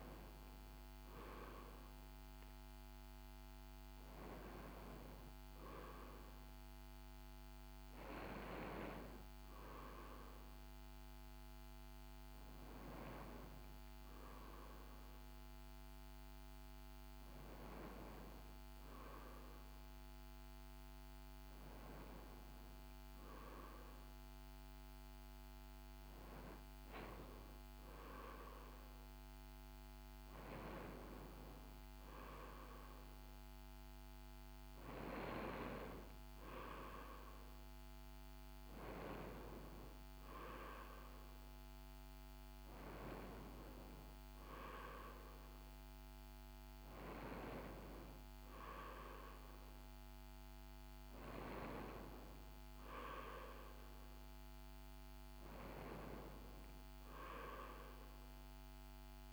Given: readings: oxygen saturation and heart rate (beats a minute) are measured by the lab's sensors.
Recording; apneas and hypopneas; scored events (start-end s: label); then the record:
breathing in sleep by a microphone on the trachea; none
none scored
From the record:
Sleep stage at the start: N2 (light sleep); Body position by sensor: on the right side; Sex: female